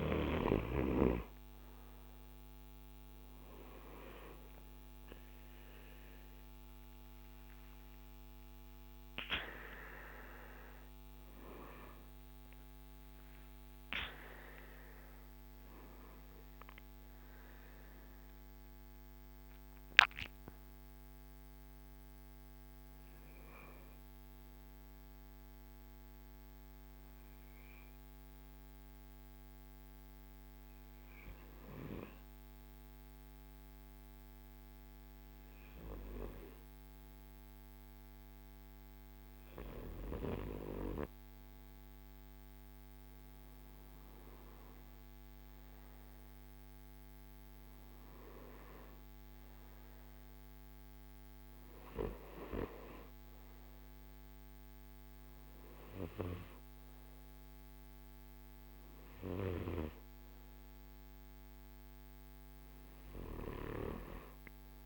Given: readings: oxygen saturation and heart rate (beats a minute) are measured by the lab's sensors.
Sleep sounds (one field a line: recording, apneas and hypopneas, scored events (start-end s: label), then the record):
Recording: breathing in sleep by a microphone on the trachea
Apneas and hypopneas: 1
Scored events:
4.50-12.00 s: arousal
26.50-41.50 s: hypopnea (oxygen 96% before, 95% lowest, heart rate 69 before, 53 extreme, up 6 after)
43.50-48.50 s: arousal
From the record:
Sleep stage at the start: N2 (light sleep)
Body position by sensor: on the right side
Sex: male